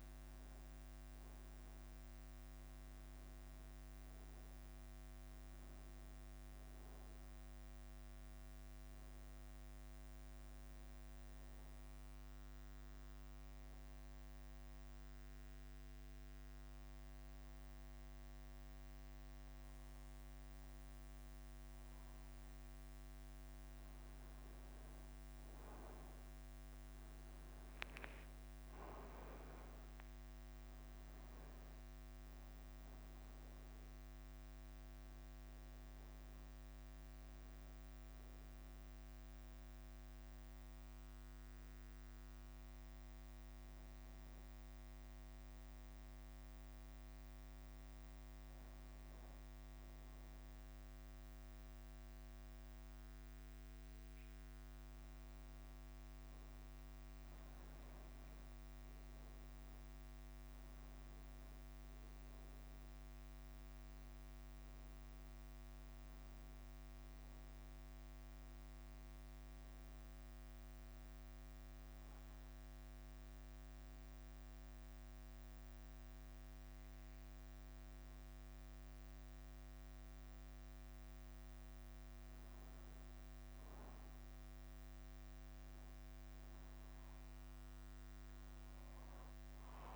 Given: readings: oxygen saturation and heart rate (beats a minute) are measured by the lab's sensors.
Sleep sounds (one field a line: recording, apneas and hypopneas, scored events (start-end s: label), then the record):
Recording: breathing in sleep, hard to hear, by a microphone on the trachea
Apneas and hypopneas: 3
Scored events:
0.00-2.00 s: arousal
0.00-45.50 s: bradycardia (device-marked, heart rate 48 extreme)
14.50-24.50 s: obstructive apnea (oxygen 97% before, 92% lowest, heart rate 57 before, 54 extreme, up 4 after)
27.00-31.00 s: arousal
30.50-54.50 s: oxygen desaturation (device-marked, oxygen 96% before, 92% lowest, heart rate 56 before, 46 extreme)
41.00-54.50 s: hypopnea (oxygen 96% before, 92% lowest, heart rate 57 before, 46 extreme, up 0 after)
50.50-52.50 s: long interval between heartbeats (device-marked, heart rate 58 before, 64 extreme)
51.50-61.50 s: bradycardia (device-marked, heart rate 59 before, 47 extreme)
56.50-61.00 s: arousal
65.50-67.50 s: long interval between heartbeats (device-marked, heart rate 58 before, 64 extreme)
66.50-89.95 s: bradycardia (device-marked, heart rate 59 before, 46 extreme)
70.00-83.50 s: hypopnea (oxygen 98% before, 93% lowest, heart rate 58 before, 46 extreme, up 5 after)
85.00-89.95 s: arousal
From the record:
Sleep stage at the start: N2 (light sleep)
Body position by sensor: on the back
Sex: male